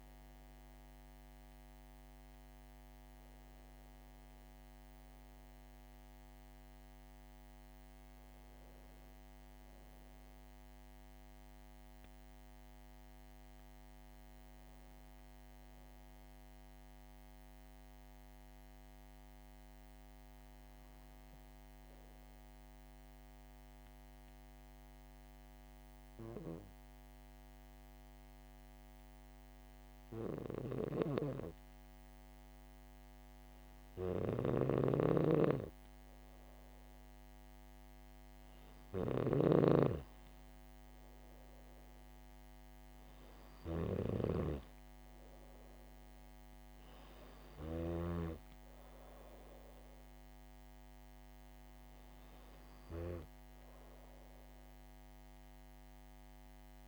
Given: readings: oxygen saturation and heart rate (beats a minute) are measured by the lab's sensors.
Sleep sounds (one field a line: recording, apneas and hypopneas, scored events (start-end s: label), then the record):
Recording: breathing in sleep by a microphone on the trachea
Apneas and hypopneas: 1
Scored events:
0.00-2.50 s: oxygen desaturation (device-marked, oxygen 93% lowest, heart rate 65 extreme)
21.00-35.00 s: hypopnea (oxygen 99% before, 96% lowest, heart rate 68 before, 66 extreme, up 3 after)
34.00-39.50 s: snoring (device-marked)
37.50-41.00 s: arousal
From the record:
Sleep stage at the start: N2 (light sleep)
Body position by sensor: on the back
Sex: female